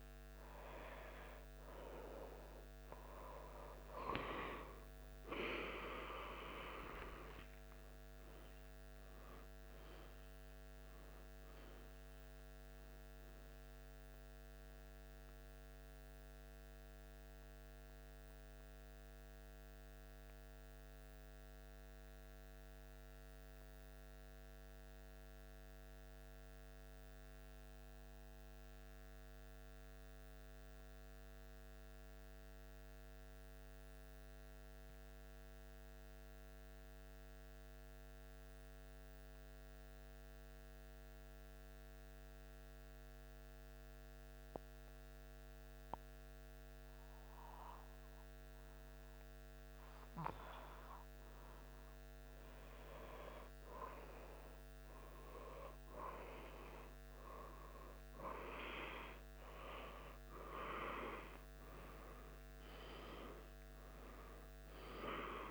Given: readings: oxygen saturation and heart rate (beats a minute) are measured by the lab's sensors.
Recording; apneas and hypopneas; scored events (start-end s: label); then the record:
breathing in sleep by a microphone on the trachea; 1
5.50-12.00 s: arousal
19.00-51.50 s: mixed apnea (oxygen 98% before, 93% lowest, heart rate 75 before, 73 extreme, up 2 after)
54.00-59.00 s: arousal
56.50-65.50 s: oxygen desaturation (device-marked, oxygen 99% before, 93% lowest, heart rate 74 before, 74 extreme)
From the record:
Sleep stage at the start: N2 (light sleep); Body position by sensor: on the back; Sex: male